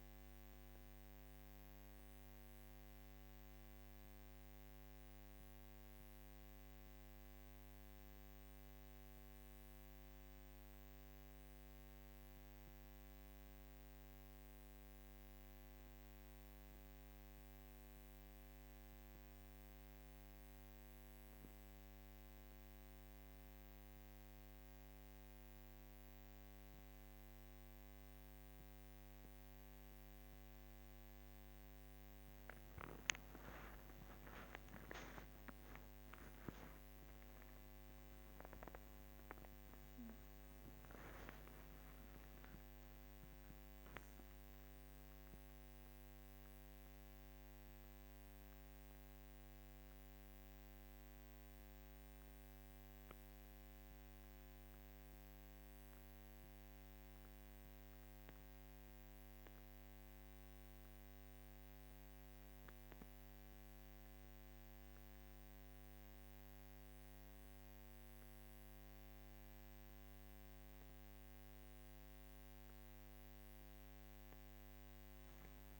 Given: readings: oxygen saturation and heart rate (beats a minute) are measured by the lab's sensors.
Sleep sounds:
breathing in sleep, hard to hear, by a microphone on the trachea; 1
36.00-41.00 s: arousal
50.50-63.00 s: mixed apnea (oxygen 97% before, 96% lowest, heart rate 61 before, 49 extreme, up 5 after)
65.50-70.50 s: arousal
From the record:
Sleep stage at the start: N2 (light sleep); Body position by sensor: on the back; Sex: female

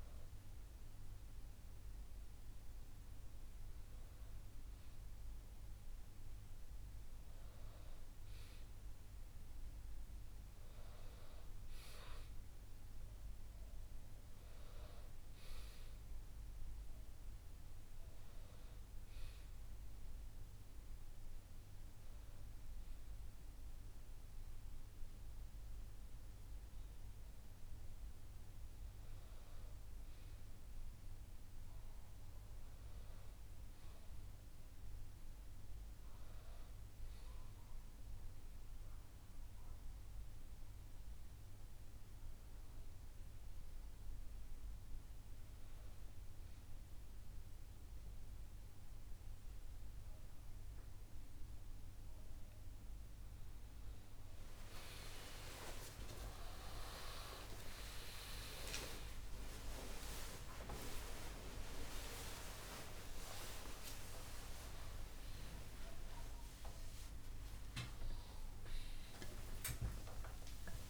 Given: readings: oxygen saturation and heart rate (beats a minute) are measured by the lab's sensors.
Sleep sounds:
a person partly awake in a sleep study, by a room microphone; none
38.50-70.90 s: new sleep stage, awake
From the record:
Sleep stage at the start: N1 (lightest sleep); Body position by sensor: on the back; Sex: male

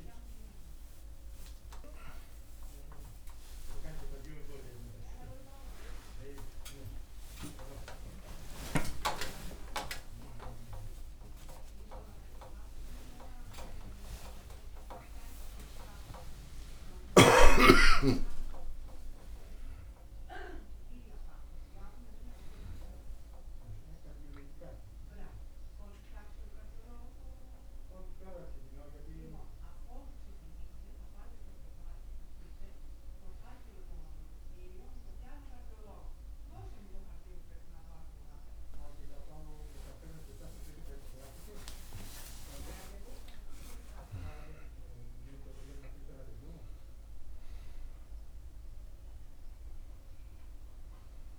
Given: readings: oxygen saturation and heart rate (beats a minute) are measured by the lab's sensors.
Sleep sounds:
a person awake in a sleep study, by a room microphone; none
none scored
From the record:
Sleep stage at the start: awake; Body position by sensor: on the back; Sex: male

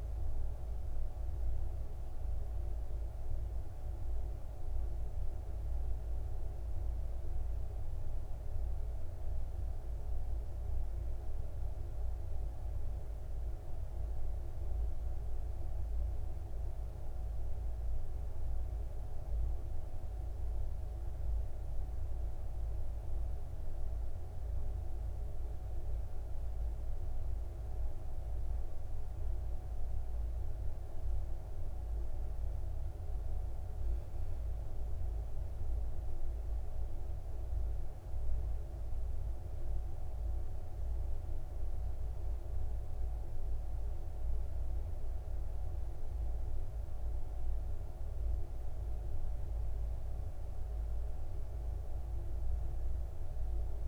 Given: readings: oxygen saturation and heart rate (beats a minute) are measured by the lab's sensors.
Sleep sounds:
breathing in sleep, hard to hear, by a room microphone; none
none scored
From the record:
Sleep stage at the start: N1 (lightest sleep); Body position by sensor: on the back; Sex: male

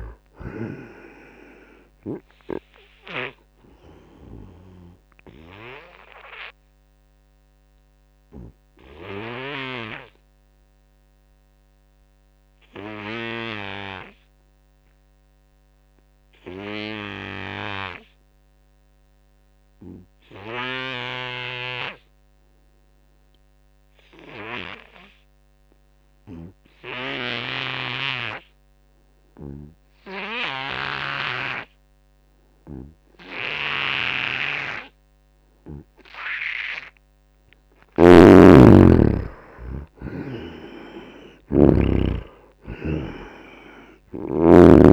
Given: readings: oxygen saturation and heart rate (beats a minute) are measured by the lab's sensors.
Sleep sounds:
breathing in sleep by a microphone on the trachea; 1
0.00-13.00 s: oxygen desaturation (device-marked, oxygen 78% lowest, heart rate 75 extreme)
4.50-37.00 s: obstructive apnea (oxygen 97% before, 77% lowest, heart rate 81 before, 74 extreme, up 9 after)
27.00-44.93 s: oxygen desaturation (device-marked, oxygen 98% before, 77% lowest, heart rate 85 before, 74 extreme)
37.50-44.93 s: snoring (device-marked)
38.00-42.00 s: arousal
From the record:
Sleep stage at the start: N2 (light sleep); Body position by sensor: on the front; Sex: male

